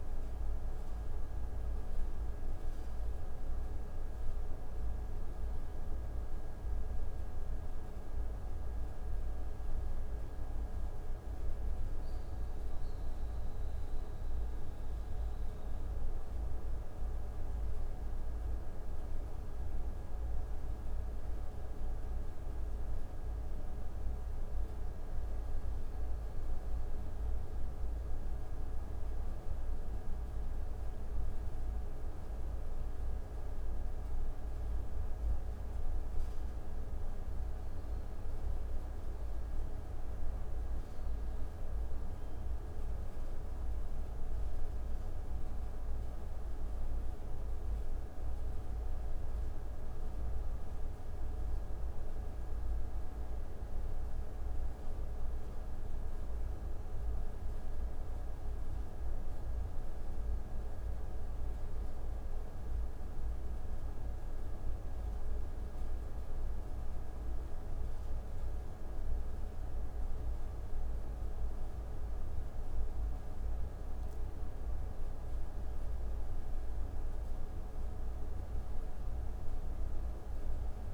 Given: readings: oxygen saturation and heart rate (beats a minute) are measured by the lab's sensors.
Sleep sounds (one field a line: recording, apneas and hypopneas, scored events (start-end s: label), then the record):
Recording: a person awake in a sleep study, hard to hear, by a room microphone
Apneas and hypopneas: none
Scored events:
none scored
From the record:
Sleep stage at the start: awake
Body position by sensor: on the right side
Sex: male